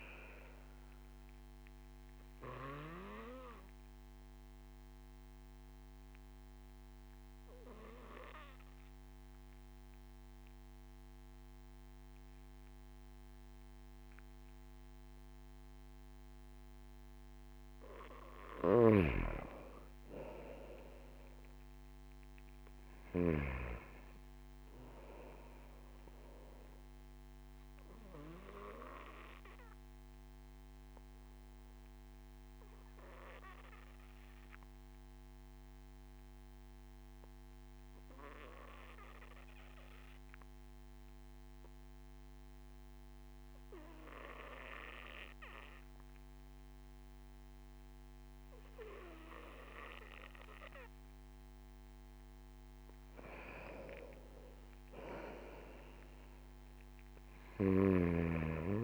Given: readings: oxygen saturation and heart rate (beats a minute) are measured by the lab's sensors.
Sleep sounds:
breathing in sleep by a microphone on the trachea; 2
0.00-13.50 s: oxygen desaturation (device-marked, oxygen 92% lowest)
1.00-17.50 s: obstructive apnea (oxygen 98% before, 92% lowest)
19.00-23.00 s: arousal
27.50-52.00 s: obstructive apnea (oxygen 97% before, 92% lowest)
50.50-58.83 s: oxygen desaturation (device-marked, oxygen 97% before, 92% lowest)
53.00-57.00 s: arousal
From the record:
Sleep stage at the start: N2 (light sleep); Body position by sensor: on the back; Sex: male

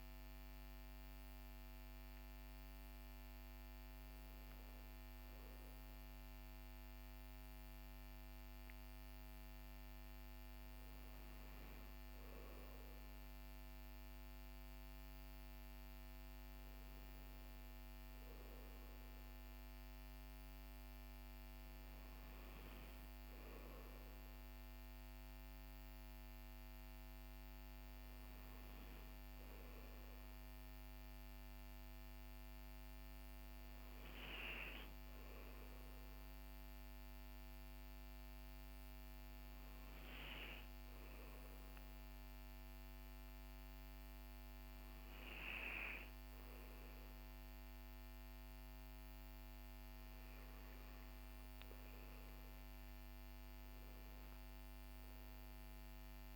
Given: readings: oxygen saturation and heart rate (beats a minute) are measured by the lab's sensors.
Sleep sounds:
breathing in sleep, hard to hear, by a microphone on the trachea; 1
33.50-50.50 s: hypopnea (oxygen 97% before, 95% lowest, heart rate 48 before, 42 extreme, up 15 after)
51.00-55.50 s: arousal
From the record:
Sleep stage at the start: N2 (light sleep); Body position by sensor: on the back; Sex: male

